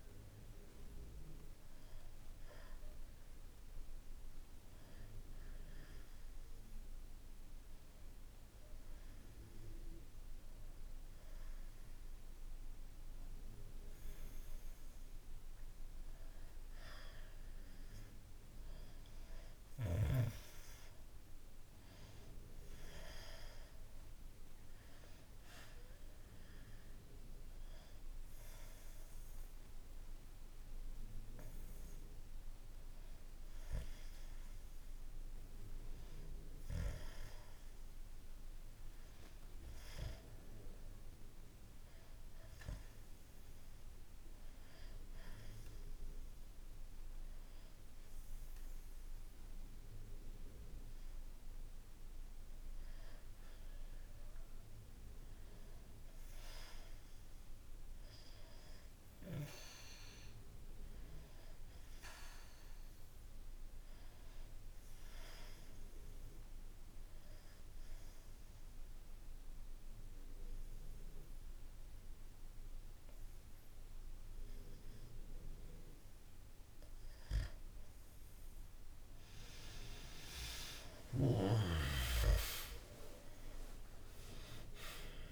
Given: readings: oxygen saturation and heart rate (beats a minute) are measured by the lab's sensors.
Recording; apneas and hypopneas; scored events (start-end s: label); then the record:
breathing in sleep by a room microphone; 3
3.50-16.00 s: obstructive apnea (oxygen 95% before, 92% lowest, heart rate 64 before, 62 extreme, up 0 after)
20.00-24.00 s: arousal
36.00-40.00 s: arousal
43.00-54.00 s: hypopnea (oxygen 95% before, 91% lowest, heart rate 63 before, 61 extreme, up 0 after)
55.00-59.00 s: arousal
65.50-77.50 s: obstructive apnea (oxygen 95% before, 91% lowest, heart rate 63 before, 62 extreme, up 5 after)
80.50-85.00 s: arousal
From the record:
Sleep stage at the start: N2 (light sleep); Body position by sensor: on the back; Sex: male